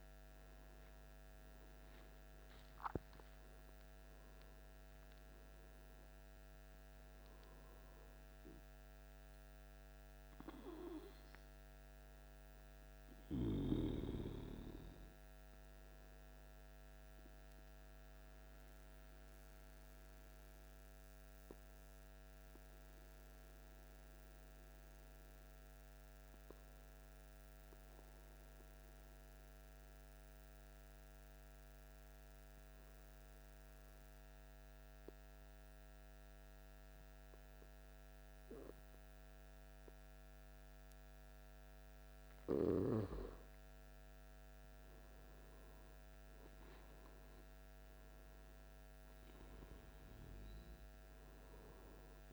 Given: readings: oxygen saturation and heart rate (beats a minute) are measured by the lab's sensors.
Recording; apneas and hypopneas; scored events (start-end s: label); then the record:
breathing in sleep by a microphone on the trachea; 1
0.00-1.50 s: arousal
0.00-26.00 s: oxygen desaturation (device-marked, oxygen 98% before, 95% lowest, heart rate 58 before, 54 extreme)
20.00-43.00 s: obstructive apnea (oxygen 98% before, 95% lowest, heart rate 60 before, 54 extreme, up 6 after)
45.50-49.50 s: arousal
From the record:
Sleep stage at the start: N2 (light sleep); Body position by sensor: on the back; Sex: male